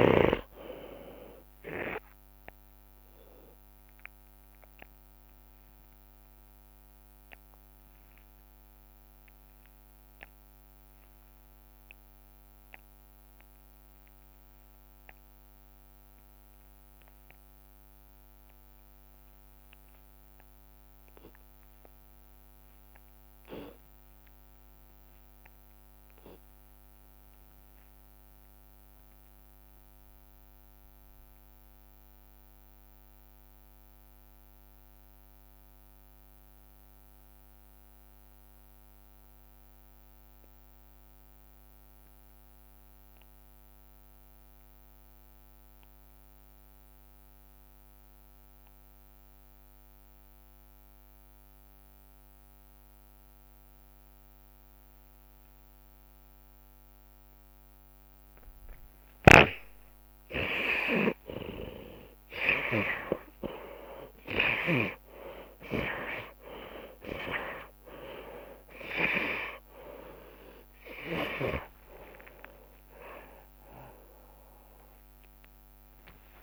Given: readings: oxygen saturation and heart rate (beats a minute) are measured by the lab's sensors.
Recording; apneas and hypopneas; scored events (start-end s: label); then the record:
breathing in sleep by a microphone on the trachea; 2
4.00-14.50 s: obstructive apnea (oxygen 97% before, 58% lowest, heart rate 98 before, 36 extreme)
4.50-6.50 s: long interval between heartbeats (device-marked, heart rate 93 before, 33 extreme)
4.50-13.50 s: drop in pulse transit time (device-marked, heart rate 93 before, 33 extreme)
7.00-9.00 s: long interval between heartbeats (device-marked, heart rate 84 before, 44 extreme)
9.50-11.50 s: long interval between heartbeats (device-marked, heart rate 71 before, 82 extreme)
10.50-29.50 s: tachycardia (device-marked, heart rate 75 before, 157 extreme)
11.50-13.50 s: long interval between heartbeats (device-marked, heart rate 65 before, 93 extreme)
14.00-16.00 s: long interval between heartbeats (device-marked, heart rate 59 before, 115 extreme)
16.50-37.50 s: oxygen desaturation (device-marked, oxygen 96% before, 58% lowest)
17.00-19.00 s: long interval between heartbeats (device-marked, heart rate 55 before, 132 extreme)
18.50-19.50 s: drop in pulse transit time (device-marked, heart rate 66 before, 124 extreme)
20.00-22.00 s: long interval between heartbeats (device-marked, heart rate 71 before, 127 extreme)
23.00-25.00 s: long interval between heartbeats (device-marked, heart rate 88 before, 135 extreme)
25.00-27.00 s: long interval between heartbeats (device-marked, heart rate 100 before, 150 extreme)
25.00-29.50 s: arousal
25.50-28.50 s: drop in pulse transit time (device-marked, heart rate 106 before, 137 extreme)
27.50-29.50 s: long interval between heartbeats (device-marked, heart rate 116 before, 148 extreme)
31.00-58.00 s: obstructive apnea (oxygen 96% before, 69% lowest)
35.00-37.00 s: long interval between heartbeats (device-marked, heart rate 131 before, 36 extreme)
42.50-46.50 s: drop in pulse transit time (device-marked)
45.50-47.50 s: long interval between heartbeats (device-marked, heart rate 77 before, 38 extreme)
46.50-51.50 s: tachycardia (device-marked, heart rate 80 before, 118 extreme)
48.50-50.50 s: long interval between heartbeats (device-marked, heart rate 61 before, 54 extreme)
49.50-52.50 s: drop in pulse transit time (device-marked, heart rate 56 before, 104 extreme)
52.50-57.50 s: tachycardia (device-marked, heart rate 79 before, 122 extreme)
53.00-55.00 s: long interval between heartbeats (device-marked, heart rate 51 before, 111 extreme)
53.50-76.43 s: oxygen desaturation (device-marked, oxygen 97% before, 87% lowest)
55.00-57.00 s: long interval between heartbeats (device-marked, heart rate 56 before, 97 extreme)
57.50-59.50 s: long interval between heartbeats (device-marked, heart rate 67 before, 120 extreme)
58.50-59.50 s: drop in pulse transit time (device-marked, heart rate 71 before, 120 extreme)
59.00-63.00 s: snoring (device-marked)
59.00-63.50 s: arousal
64.00-66.00 s: long interval between heartbeats (device-marked, heart rate 83 before, 47 extreme)
64.50-68.50 s: drop in pulse transit time (device-marked, heart rate 85 before, 55 extreme)
64.50-69.50 s: tachycardia (device-marked, heart rate 80 before, 112 extreme)
66.50-68.50 s: long interval between heartbeats (device-marked, heart rate 87 before, 71 extreme)
From the record:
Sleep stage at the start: REM sleep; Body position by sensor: on the left side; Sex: male